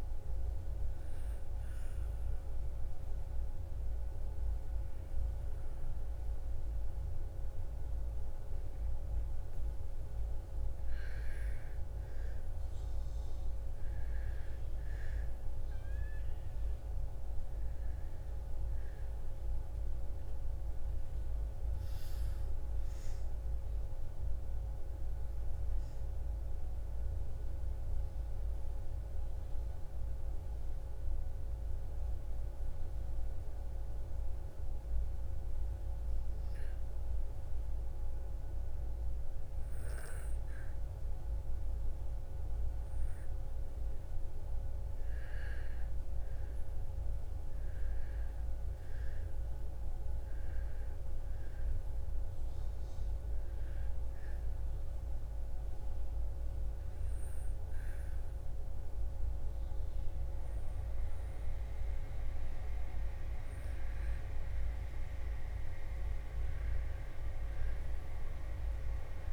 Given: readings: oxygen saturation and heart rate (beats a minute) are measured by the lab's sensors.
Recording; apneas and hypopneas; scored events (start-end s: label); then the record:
breathing in sleep, hard to hear, by a room microphone; 3
0.00-8.00 s: oxygen desaturation (device-marked, oxygen 90% lowest, heart rate 57 extreme)
1.50-11.50 s: obstructive apnea (oxygen 98% before, 90% lowest, heart rate 59 before, 56 extreme, up 1 after)
14.00-19.50 s: arousal
19.00-29.00 s: oxygen desaturation (device-marked, oxygen 97% before, 91% lowest, heart rate 60 before, 55 extreme)
26.50-43.00 s: hypopnea (oxygen 98% before, 90% lowest, heart rate 59 before, 55 extreme, up 8 after)
44.50-48.50 s: arousal
45.00-64.00 s: oxygen desaturation (device-marked, oxygen 97% before, 90% lowest, heart rate 57 before, 57 extreme)
53.50-63.50 s: obstructive apnea (oxygen 97% before, 88% lowest, heart rate 57 before, 57 extreme, up 5 after)
65.50-69.33 s: arousal
From the record:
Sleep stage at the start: N2 (light sleep); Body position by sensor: on the back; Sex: female